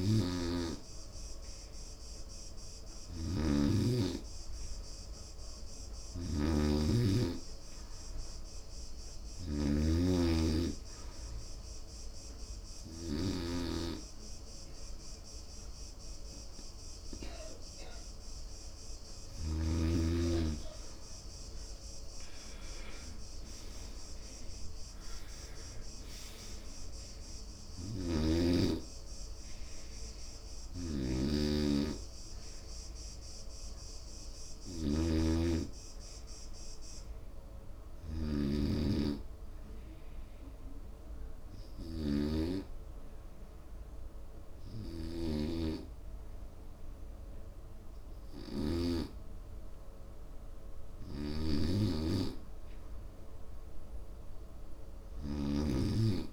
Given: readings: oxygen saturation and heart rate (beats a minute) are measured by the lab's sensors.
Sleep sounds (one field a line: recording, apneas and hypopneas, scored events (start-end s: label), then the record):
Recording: breathing in sleep by a room microphone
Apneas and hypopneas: 1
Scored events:
0.00-4.50 s: oxygen desaturation (device-marked, oxygen 92% lowest, heart rate 69 extreme)
9.50-28.50 s: oxygen desaturation (device-marked, oxygen 93% before, 89% lowest, heart rate 71 before, 71 extreme)
25.00-28.00 s: arousal
31.00-44.50 s: hypopnea (oxygen 93% before, 90% lowest, heart rate 78 before, 66 extreme, up 1 after)
46.00-49.50 s: arousal
From the record:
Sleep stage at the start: N2 (light sleep)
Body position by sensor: on the right side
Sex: male